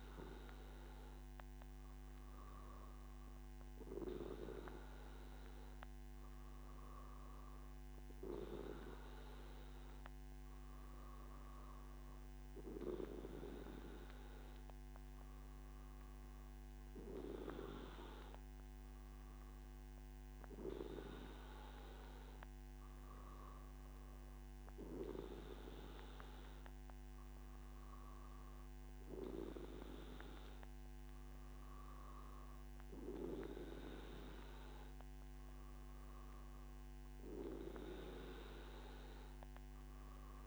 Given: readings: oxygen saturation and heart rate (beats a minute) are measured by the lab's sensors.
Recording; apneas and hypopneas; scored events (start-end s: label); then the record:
breathing in sleep by a microphone on the trachea; none
none scored
From the record:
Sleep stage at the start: N2 (light sleep); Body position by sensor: on the back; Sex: male